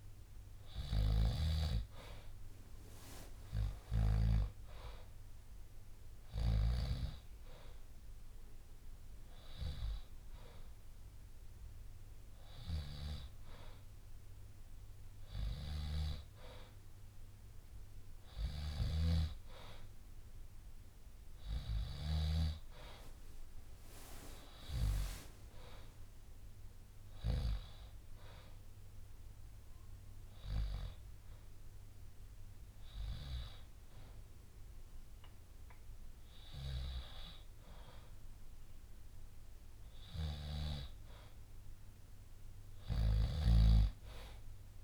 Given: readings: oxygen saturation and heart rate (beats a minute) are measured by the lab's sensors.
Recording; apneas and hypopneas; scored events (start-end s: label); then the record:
breathing in sleep by a room microphone; none
24.50-34.50 s: drop in pulse transit time (device-marked, heart rate 63 before, 64 extreme)
43.00-44.84 s: arousal
From the record:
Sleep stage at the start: N2 (light sleep); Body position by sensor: on the back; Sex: male